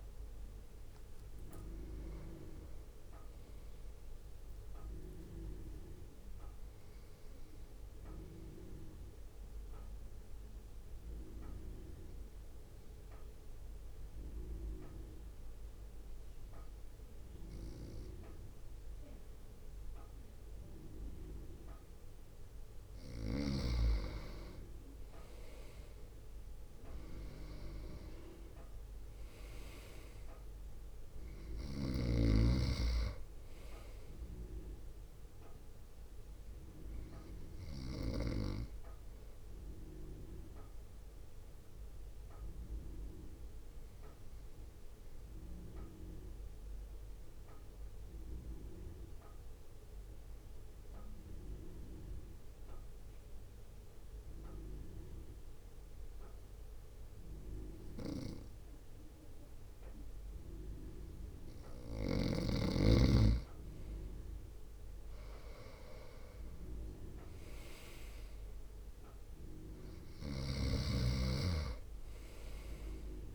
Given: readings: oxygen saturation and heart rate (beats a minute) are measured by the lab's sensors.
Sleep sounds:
breathing in sleep by a room microphone; 2
7.00-23.00 s: obstructive apnea (oxygen 95% before, 93% lowest, heart rate 55 before, 53 extreme, up 6 after)
26.00-40.00 s: drop in pulse transit time (device-marked, heart rate 56 before, 53 extreme)
27.50-31.00 s: arousal
32.00-38.50 s: snoring (device-marked)
38.00-61.50 s: obstructive apnea (oxygen 97% before, 94% lowest, heart rate 56 before, 51 extreme, up 2 after)
65.00-73.35 s: drop in pulse transit time (device-marked, heart rate 56 before, 51 extreme)
67.00-71.50 s: arousal
70.50-73.35 s: snoring (device-marked)
From the record:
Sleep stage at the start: N2 (light sleep); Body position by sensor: on the front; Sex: male

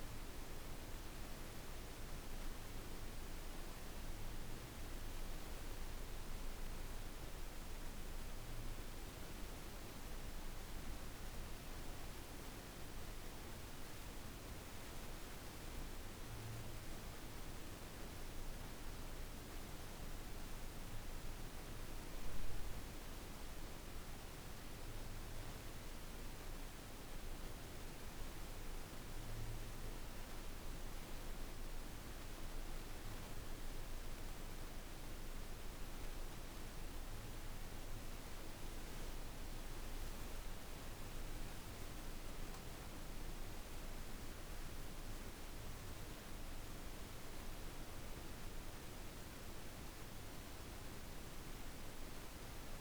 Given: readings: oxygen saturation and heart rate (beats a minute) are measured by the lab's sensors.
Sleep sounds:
breathing in sleep, hard to hear, by a room microphone; none
39.00-44.00 s: arousal
From the record:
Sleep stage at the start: N1 (lightest sleep); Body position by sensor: on the back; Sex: female

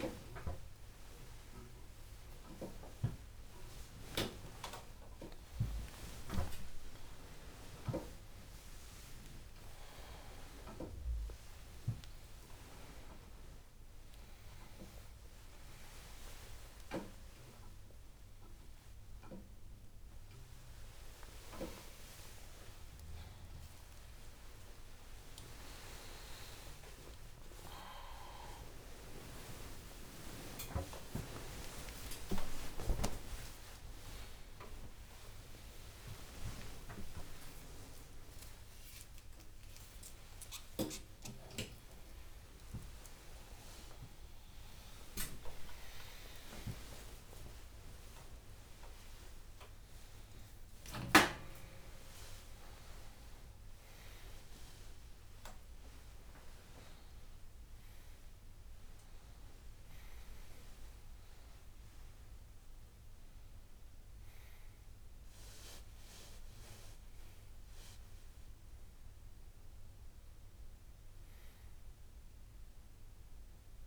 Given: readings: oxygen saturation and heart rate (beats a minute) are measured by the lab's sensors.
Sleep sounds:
a person awake in a sleep study, by a room microphone; none
73.50-73.87 s: new sleep stage, N1 (lightest sleep)
From the record:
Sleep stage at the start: awake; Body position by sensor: on the right side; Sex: male

